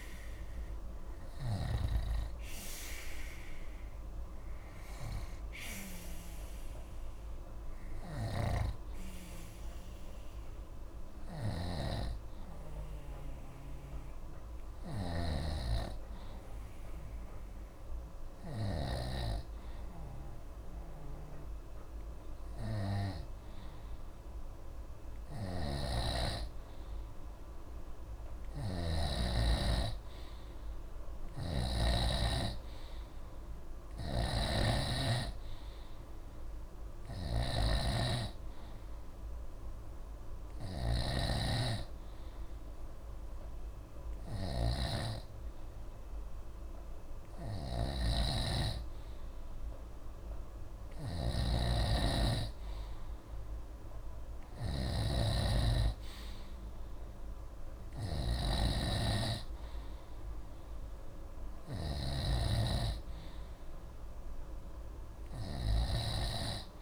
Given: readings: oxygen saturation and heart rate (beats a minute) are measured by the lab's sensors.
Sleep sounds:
breathing in sleep by a room microphone; 1
6.50-24.00 s: hypopnea (oxygen 92% before, 89% lowest, heart rate 58 before, 46 extreme, up 1 after)
8.00-19.00 s: snoring (device-marked)
25.50-29.50 s: arousal
25.50-32.00 s: snoring (device-marked)
30.00-46.00 s: oxygen desaturation (device-marked, oxygen 95% before, 91% lowest, heart rate 56 before, 47 extreme)
34.00-66.82 s: snoring (device-marked)
From the record:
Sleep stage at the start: N2 (light sleep); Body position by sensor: on the right side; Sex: male

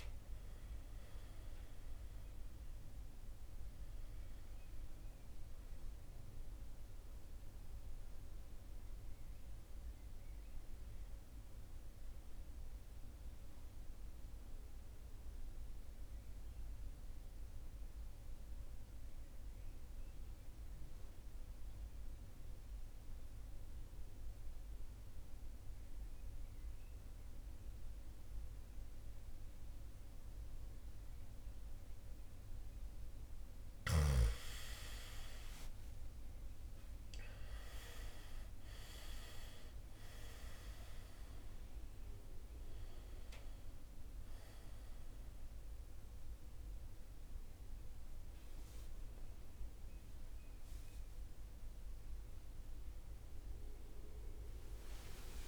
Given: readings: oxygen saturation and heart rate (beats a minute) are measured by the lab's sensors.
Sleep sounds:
breathing in sleep by a room microphone; 1
0.00-23.50 s: oxygen desaturation (device-marked, oxygen 88% lowest, heart rate 50 extreme)
10.00-32.00 s: mixed apnea (oxygen 98% before, 88% lowest, heart rate 59 before, 50 extreme, up 15 after)
34.50-38.50 s: arousal
37.50-55.48 s: oxygen desaturation (device-marked, oxygen 98% before, 88% lowest, heart rate 55 before, 54 extreme)
51.50-55.48 s: new sleep stage, N1 (lightest sleep)
From the record:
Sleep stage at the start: N2 (light sleep); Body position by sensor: on the back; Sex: male

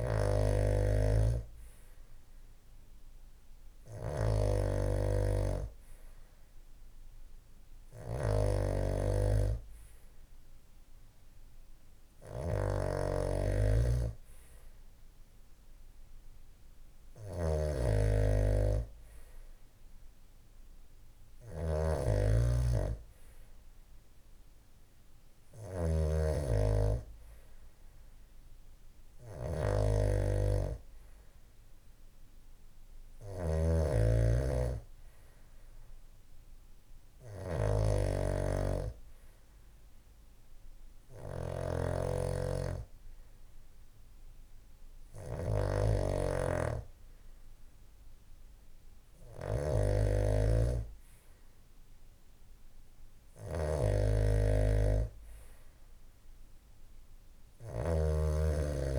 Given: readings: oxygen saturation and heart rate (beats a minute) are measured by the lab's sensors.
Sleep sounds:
breathing in sleep by a room microphone; none
0.00-58.99 s: snoring (device-marked)
From the record:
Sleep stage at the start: N2 (light sleep); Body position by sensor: on the back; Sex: male

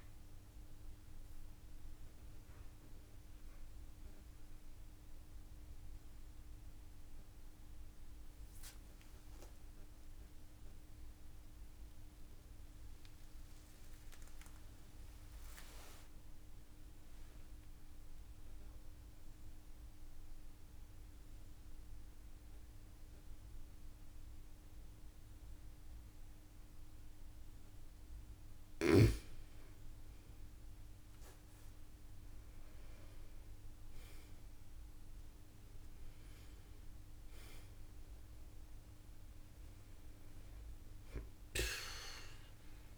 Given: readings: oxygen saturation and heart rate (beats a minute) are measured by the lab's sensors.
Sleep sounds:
breathing in sleep, hard to hear, by a room microphone; 1
0.00-14.50 s: oxygen desaturation (device-marked, oxygen 92% lowest)
5.50-27.00 s: obstructive apnea (oxygen 97% before, 90% lowest)
21.50-23.50 s: long interval between heartbeats (device-marked)
30.00-34.00 s: arousal
34.50-42.98 s: oxygen desaturation (device-marked, oxygen 97% before, 90% lowest)
From the record:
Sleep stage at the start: N2 (light sleep); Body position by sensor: on the back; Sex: female

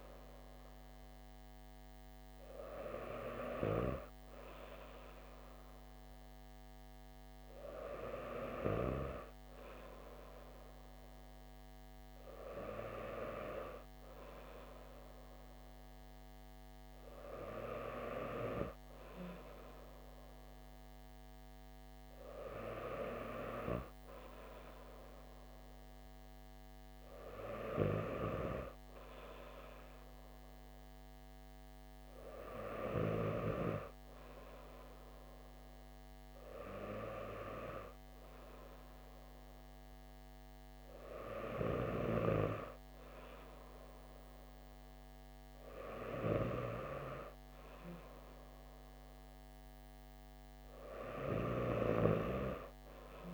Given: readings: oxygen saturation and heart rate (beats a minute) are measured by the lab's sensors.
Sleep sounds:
breathing in sleep by a microphone on the trachea; none
none scored
From the record:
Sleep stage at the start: N2 (light sleep); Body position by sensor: on the back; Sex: female

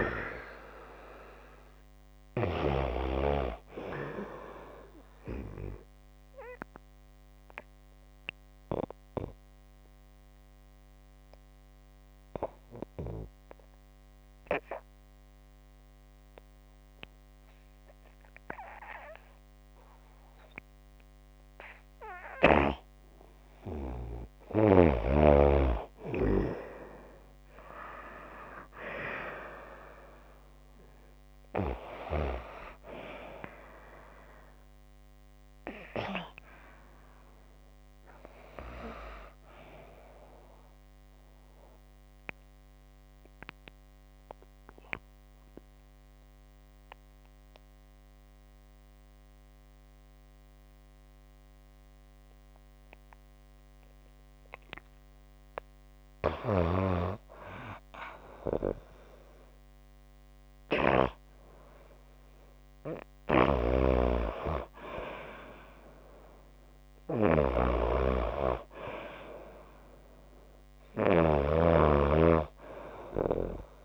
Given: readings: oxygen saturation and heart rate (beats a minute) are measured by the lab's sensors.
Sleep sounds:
breathing in sleep by a microphone on the trachea; 2
0.00-13.00 s: oxygen desaturation (device-marked, oxygen 95% before, 90% lowest, heart rate 101 before, 56 extreme)
5.50-22.50 s: obstructive apnea (oxygen 95% before, 90% lowest, heart rate 108 before, 56 extreme, up 22 after)
25.00-29.00 s: arousal
32.00-59.00 s: oxygen desaturation (device-marked, oxygen 95% before, 90% lowest, heart rate 94 before, 56 extreme)
41.50-55.00 s: obstructive apnea (oxygen 95% before, 90% lowest, heart rate 82 before, 56 extreme)
57.00-61.00 s: arousal
61.00-73.85 s: oxygen desaturation (device-marked, oxygen 94% before, 90% lowest, heart rate 82 before, 54 extreme)
63.00-73.85 s: snoring (device-marked)
From the record:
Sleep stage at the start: N2 (light sleep); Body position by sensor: on the back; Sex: female

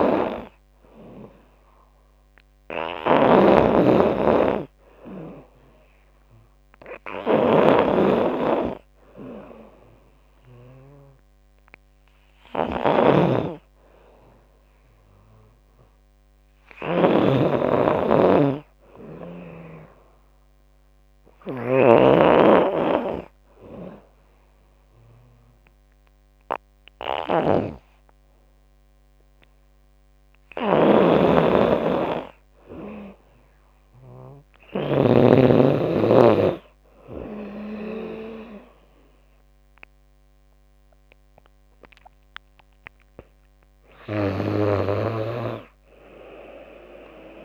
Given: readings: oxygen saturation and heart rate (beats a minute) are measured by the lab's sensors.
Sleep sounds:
breathing in sleep by a microphone on the trachea; 1
0.00-7.00 s: drop in pulse transit time (device-marked, heart rate 81 extreme)
0.00-35.00 s: snoring (device-marked)
9.50-13.50 s: arousal
20.00-31.00 s: hypopnea (oxygen 96% before, 88% lowest, heart rate 84 before, 79 extreme, up 3 after)
34.00-47.45 s: drop in pulse transit time (device-marked, heart rate 84 before, 85 extreme)
35.50-39.50 s: arousal
45.00-47.45 s: snoring (device-marked)
From the record:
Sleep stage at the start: N2 (light sleep); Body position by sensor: on the back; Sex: female

